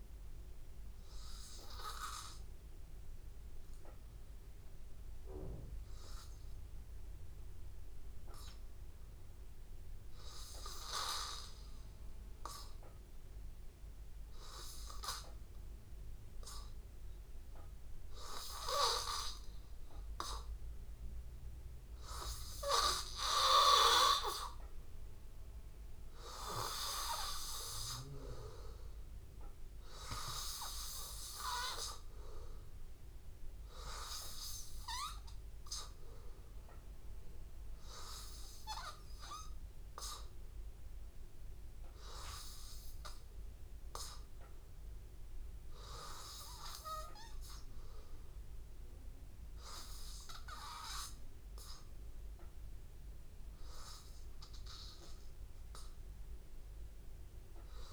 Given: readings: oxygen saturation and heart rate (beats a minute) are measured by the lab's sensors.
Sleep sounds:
breathing in sleep by a room microphone; none
10.50-33.50 s: oxygen desaturation (device-marked, oxygen 96% before, 92% lowest, heart rate 80 before, 80 extreme)
From the record:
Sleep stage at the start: N2 (light sleep); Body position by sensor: on the back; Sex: male

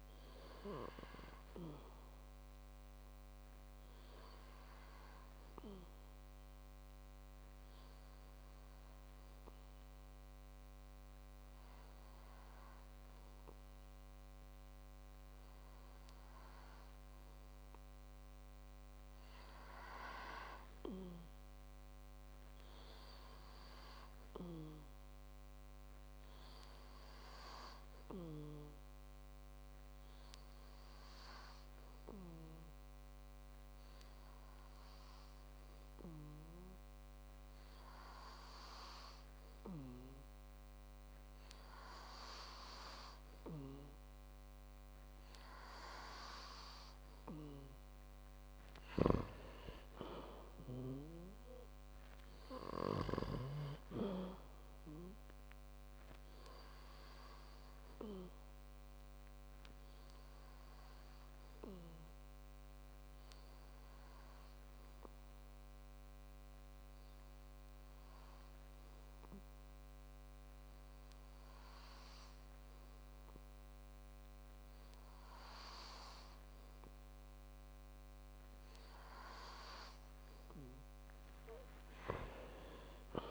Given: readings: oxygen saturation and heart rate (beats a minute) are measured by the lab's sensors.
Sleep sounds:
breathing in sleep by a microphone on the trachea; 3
7.00-19.50 s: hypopnea (oxygen 98% before, 94% lowest, heart rate 62 before, 52 extreme, up 12 after)
23.00-26.50 s: arousal
32.00-44.00 s: hypopnea (oxygen 99% before, 94% lowest, heart rate 58 before, 53 extreme, up 7 after)
47.50-51.00 s: arousal
63.00-78.00 s: hypopnea (oxygen 98% before, 94% lowest, heart rate 66 before, 52 extreme, up 10 after)
From the record:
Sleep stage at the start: N2 (light sleep); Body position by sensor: on the back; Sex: male

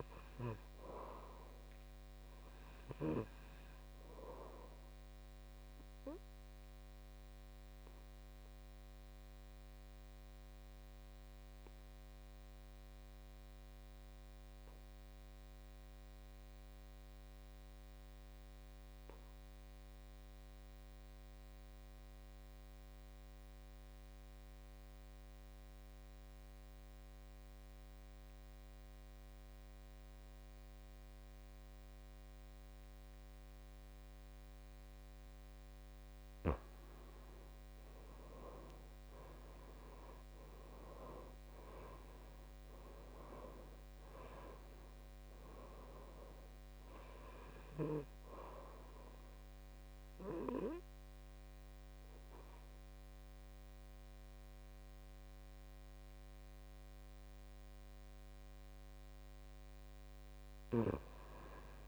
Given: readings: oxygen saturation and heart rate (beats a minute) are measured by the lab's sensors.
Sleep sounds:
breathing in sleep by a microphone on the trachea; 1
0.00-15.50 s: oxygen desaturation (device-marked, oxygen 82% lowest, heart rate 46 extreme)
7.00-35.50 s: obstructive apnea (oxygen 96% before, 79% lowest, heart rate 64 before, 46 extreme, up 10 after)
16.00-18.00 s: long interval between heartbeats (device-marked, heart rate 59 before, 54 extreme)
34.50-61.88 s: oxygen desaturation (device-marked, oxygen 98% before, 79% lowest, heart rate 55 before, 54 extreme)
37.00-41.00 s: arousal
From the record:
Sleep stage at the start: N2 (light sleep); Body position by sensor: on the back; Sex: male

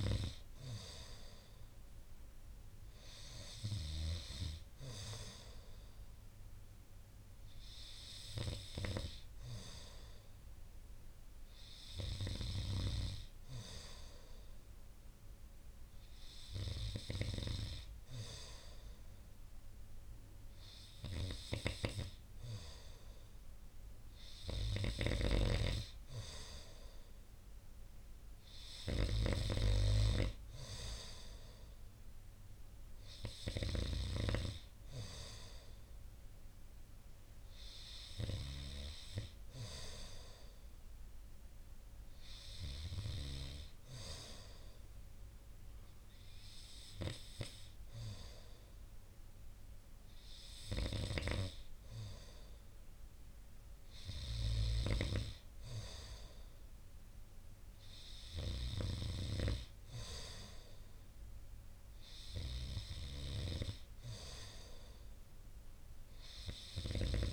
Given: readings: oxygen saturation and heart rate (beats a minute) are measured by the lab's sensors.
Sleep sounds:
breathing in sleep by a room microphone; none
25.00-34.00 s: snoring (device-marked)
From the record:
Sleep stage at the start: N2 (light sleep); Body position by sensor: on the right side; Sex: male

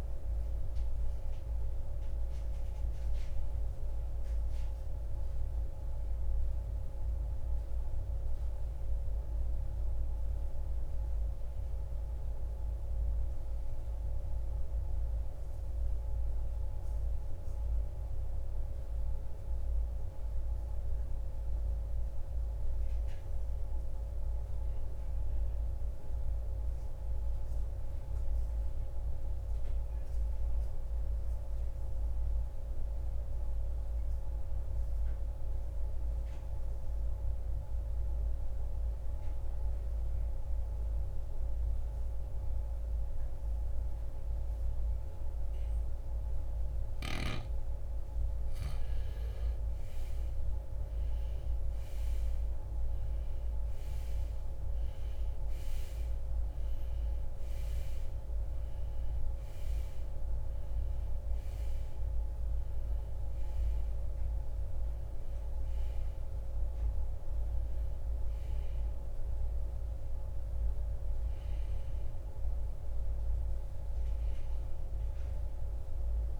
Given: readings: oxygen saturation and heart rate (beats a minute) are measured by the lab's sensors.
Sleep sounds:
breathing in sleep, hard to hear, by a room microphone; 1
0.00-26.50 s: oxygen desaturation (device-marked, oxygen 80% lowest, heart rate 49 extreme)
15.00-47.50 s: obstructive apnea (oxygen 95% before, 79% lowest, heart rate 75 before, 49 extreme, up 20 after)
19.50-49.50 s: new sleep stage, N2 (light sleep)
48.50-76.40 s: oxygen desaturation (device-marked, oxygen 97% before, 79% lowest, heart rate 57 before, 46 extreme)
49.50-53.00 s: arousal
49.50-76.40 s: new sleep stage, N1 (lightest sleep)
From the record:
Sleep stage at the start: REM sleep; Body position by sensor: on the right side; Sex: male

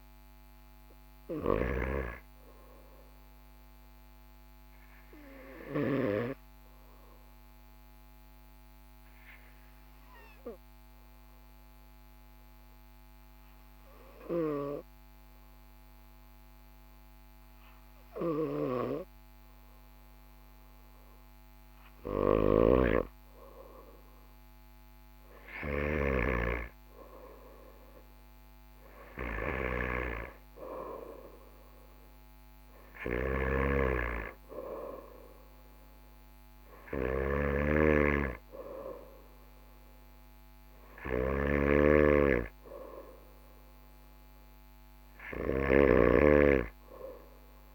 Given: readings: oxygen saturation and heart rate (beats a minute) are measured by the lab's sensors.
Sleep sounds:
breathing in sleep by a microphone on the trachea; none
37.00-45.50 s: snoring (device-marked)
From the record:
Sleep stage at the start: N2 (light sleep); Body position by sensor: on the right side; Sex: male

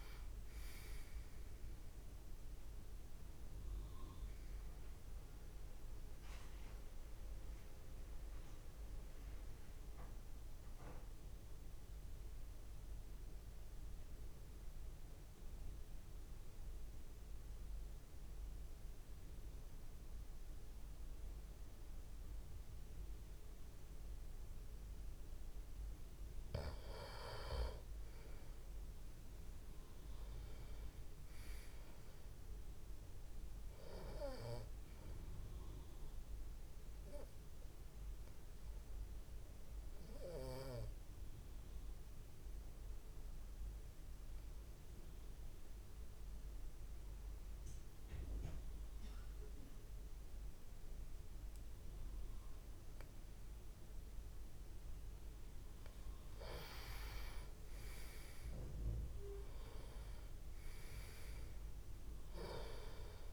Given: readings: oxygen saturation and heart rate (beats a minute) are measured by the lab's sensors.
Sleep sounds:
breathing in sleep by a room microphone; 2
0.00-17.50 s: oxygen desaturation (device-marked, oxygen 88% lowest)
12.00-25.50 s: obstructive apnea (oxygen 97% before, 90% lowest)
28.00-32.00 s: arousal
37.50-56.00 s: obstructive apnea (oxygen 98% before, 90% lowest)
58.00-62.00 s: arousal
60.50-63.33 s: oxygen desaturation (device-marked, oxygen 96% before, 90% lowest)
From the record:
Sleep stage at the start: N2 (light sleep); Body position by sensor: on the back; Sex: male

